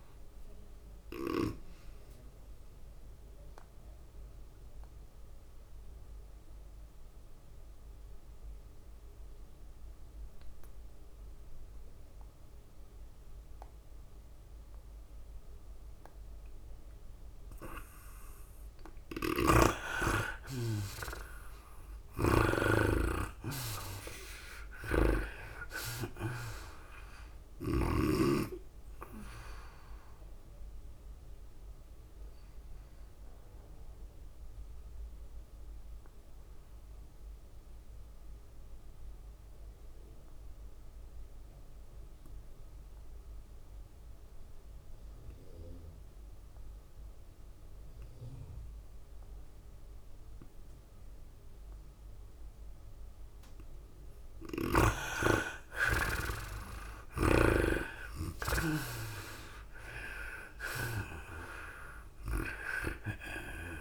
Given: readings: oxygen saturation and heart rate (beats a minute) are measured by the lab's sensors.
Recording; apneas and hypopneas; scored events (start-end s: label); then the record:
breathing in sleep by a room microphone; 2
0.00-9.50 s: tachycardia (device-marked, heart rate 103 extreme)
0.00-12.50 s: oxygen desaturation (device-marked, oxygen 83% lowest, heart rate 97 extreme)
3.00-20.00 s: obstructive apnea (oxygen 99% before, 80% lowest, heart rate 98 before, 96 extreme, up 5 after)
18.50-39.50 s: oxygen desaturation (device-marked, oxygen 97% before, 83% lowest, heart rate 101 before, 93 extreme)
20.00-23.50 s: snoring (device-marked)
23.50-33.50 s: tachycardia (device-marked, heart rate 100 before, 104 extreme)
24.00-27.00 s: arousal
25.50-29.00 s: snoring (device-marked)
31.50-54.50 s: obstructive apnea (oxygen 97% before, 78% lowest, heart rate 100 before, 93 extreme, up 8 after)
47.50-63.81 s: oxygen desaturation (device-marked, oxygen 98% before, 80% lowest, heart rate 100 before, 75 extreme)
57.00-60.50 s: arousal
58.50-63.81 s: tachycardia (device-marked, heart rate 100 before, 105 extreme)
59.50-63.81 s: drop in pulse transit time (device-marked, heart rate 95 before, 98 extreme)
From the record:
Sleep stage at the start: N2 (light sleep); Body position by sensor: on the right side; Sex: female